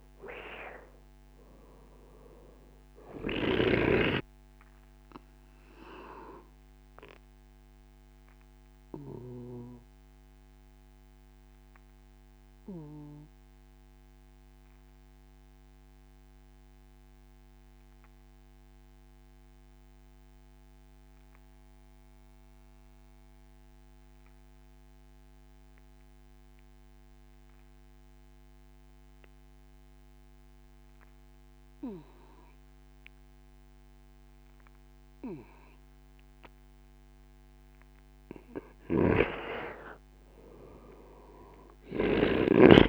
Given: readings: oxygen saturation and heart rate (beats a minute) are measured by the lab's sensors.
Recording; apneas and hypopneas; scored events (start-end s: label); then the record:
breathing in sleep by a microphone on the trachea; 1
0.00-22.50 s: oxygen desaturation (device-marked, oxygen 92% lowest, heart rate 46 extreme)
5.00-36.50 s: obstructive apnea (oxygen 97% before, 92% lowest, heart rate 59 before, 46 extreme, up 4 after)
37.50-42.89 s: oxygen desaturation (device-marked, oxygen 97% before, 92% lowest, heart rate 61 before, 54 extreme)
38.50-42.89 s: snoring (device-marked)
40.00-42.89 s: arousal
From the record:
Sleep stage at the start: N2 (light sleep); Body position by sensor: on the right side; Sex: male